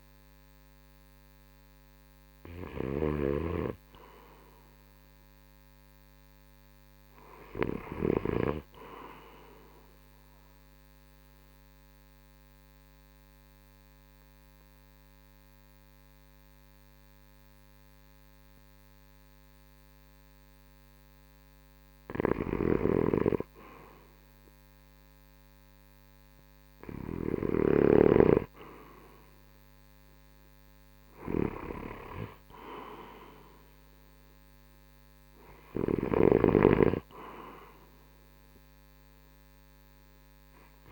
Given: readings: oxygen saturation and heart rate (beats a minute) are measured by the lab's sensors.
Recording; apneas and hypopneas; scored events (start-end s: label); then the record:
breathing in sleep by a microphone on the trachea; 1
0.00-8.00 s: oxygen desaturation (device-marked, oxygen 76% lowest, heart rate 58 extreme)
0.00-8.50 s: snoring (device-marked)
10.50-23.00 s: mixed apnea (oxygen 98% before, 82% lowest, heart rate 69 before, 58 extreme, up 10 after)
22.50-28.00 s: snoring (device-marked)
25.00-30.00 s: arousal
29.00-40.92 s: drop in pulse transit time (device-marked, heart rate 64 before, 67 extreme)
32.00-40.92 s: oxygen desaturation (device-marked, oxygen 94% before, 82% lowest, heart rate 64 before, 58 extreme)
36.00-40.92 s: snoring (device-marked)
From the record:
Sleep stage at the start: REM sleep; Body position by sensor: on the right side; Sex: male